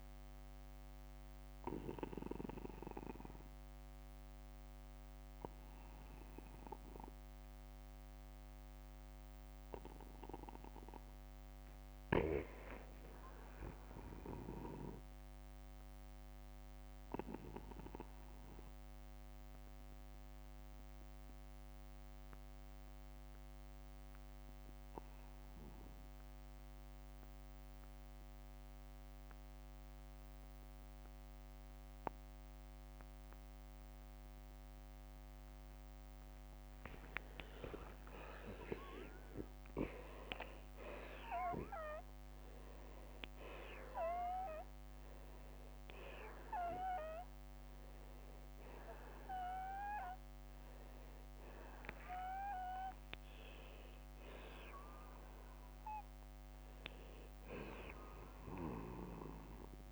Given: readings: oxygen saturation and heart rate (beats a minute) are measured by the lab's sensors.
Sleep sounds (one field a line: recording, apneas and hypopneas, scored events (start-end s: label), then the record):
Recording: breathing in sleep by a microphone on the trachea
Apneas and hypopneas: 1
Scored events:
3.50-18.50 s: oxygen desaturation (device-marked, oxygen 94% before, 88% lowest, heart rate 62 before, 49 extreme)
10.50-14.00 s: arousal
15.50-35.50 s: obstructive apnea (oxygen 95% before, 84% lowest, heart rate 62 before, 49 extreme, up 18 after)
41.50-59.92 s: oxygen desaturation (device-marked, oxygen 95% before, 84% lowest, heart rate 56 before, 49 extreme)
52.50-58.00 s: arousal
54.00-56.00 s: long interval between heartbeats (device-marked, heart rate 64 before, 71 extreme)
From the record:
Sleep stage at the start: N2 (light sleep)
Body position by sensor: on the back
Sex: male